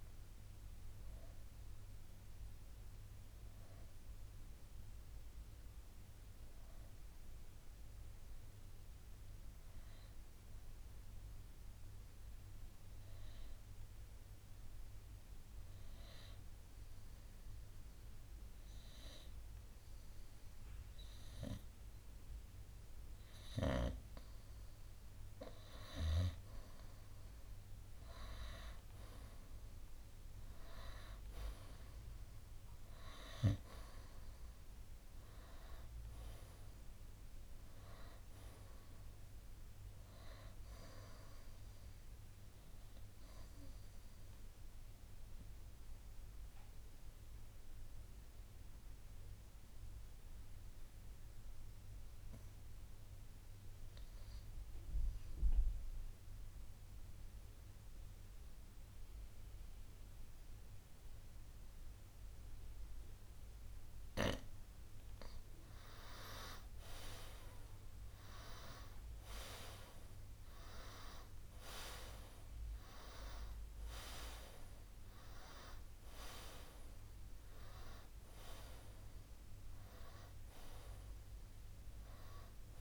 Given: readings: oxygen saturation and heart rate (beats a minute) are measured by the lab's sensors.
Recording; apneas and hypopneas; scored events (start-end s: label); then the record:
breathing in sleep by a room microphone; 2
0.00-16.50 s: oxygen desaturation (device-marked, oxygen 88% lowest, heart rate 57 extreme)
7.00-26.00 s: obstructive apnea (oxygen 94% before, 88% lowest, heart rate 66 before, 57 extreme, up 9 after)
28.50-32.00 s: arousal
31.50-61.50 s: oxygen desaturation (device-marked, oxygen 97% before, 90% lowest, heart rate 61 before, 60 extreme)
44.00-64.50 s: obstructive apnea (oxygen 97% before, 88% lowest, heart rate 66 before, 60 extreme, up 9 after)
66.00-69.50 s: arousal
70.50-80.50 s: oxygen desaturation (device-marked, oxygen 95% before, 91% lowest, heart rate 62 before, 54 extreme)
From the record:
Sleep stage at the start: N2 (light sleep); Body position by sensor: on the right side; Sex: male